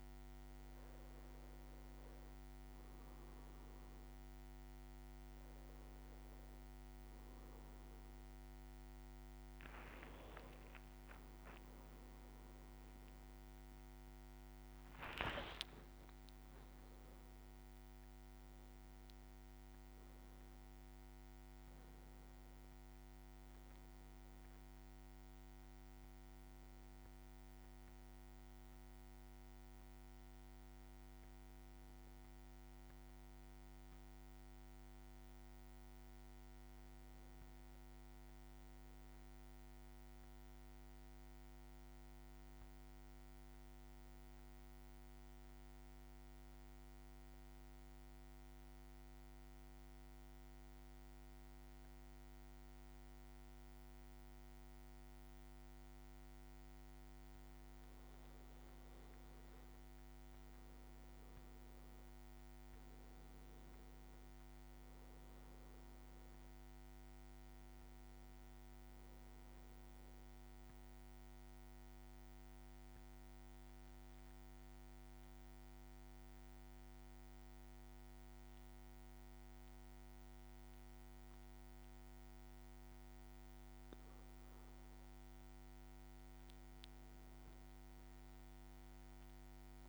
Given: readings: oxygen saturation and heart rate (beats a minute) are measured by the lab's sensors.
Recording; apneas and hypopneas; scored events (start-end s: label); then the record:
breathing in sleep, hard to hear, by a microphone on the trachea; 2
0.00-13.50 s: bradycardia (device-marked, heart rate 53 extreme)
8.50-24.50 s: drop in pulse transit time (device-marked, heart rate 56 before, 58 extreme)
9.50-14.00 s: arousal
21.50-61.50 s: bradycardia (device-marked, heart rate 58 before, 55 extreme)
44.50-89.89 s: new sleep stage, N2 (light sleep)
45.00-56.50 s: central apnea (oxygen 99% before, 94% lowest, heart rate 58 before, 53 extreme, up 4 after)
57.50-61.50 s: leg movement (device-marked)
60.00-64.50 s: arousal
62.50-89.89 s: bradycardia (device-marked, heart rate 59 before, 53 extreme)
63.50-87.50 s: oxygen desaturation (device-marked, oxygen 98% before, 94% lowest, heart rate 57 before, 52 extreme)
70.00-85.50 s: mixed apnea (oxygen 99% before, 94% lowest, heart rate 57 before, 53 extreme, up 5 after)
From the record:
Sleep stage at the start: N1 (lightest sleep); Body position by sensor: on the back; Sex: male